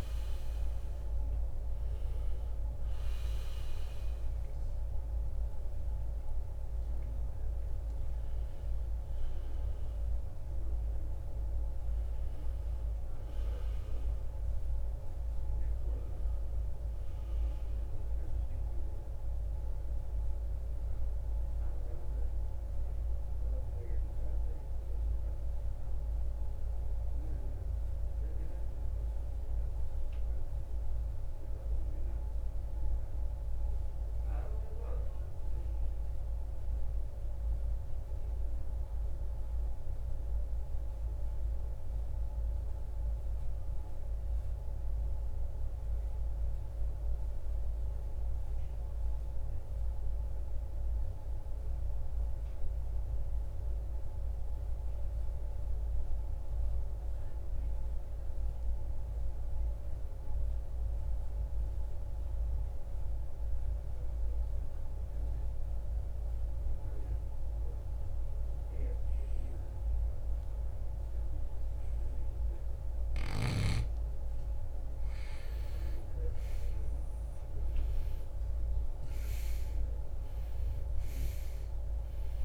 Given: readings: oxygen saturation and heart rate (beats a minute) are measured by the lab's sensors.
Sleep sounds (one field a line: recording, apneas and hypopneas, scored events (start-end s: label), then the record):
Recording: breathing in sleep, hard to hear, by a room microphone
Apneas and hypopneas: 1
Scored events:
0.00-35.50 s: oxygen desaturation (device-marked, oxygen 81% lowest, heart rate 48 extreme)
17.50-73.00 s: mixed apnea (oxygen 95% before, 79% lowest, heart rate 81 before, 47 extreme, up 17 after)
70.50-82.45 s: oxygen desaturation (device-marked, oxygen 97% before, 79% lowest, heart rate 52 before, 47 extreme)
74.50-78.50 s: arousal
From the record:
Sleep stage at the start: N2 (light sleep)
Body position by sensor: on the right side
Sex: male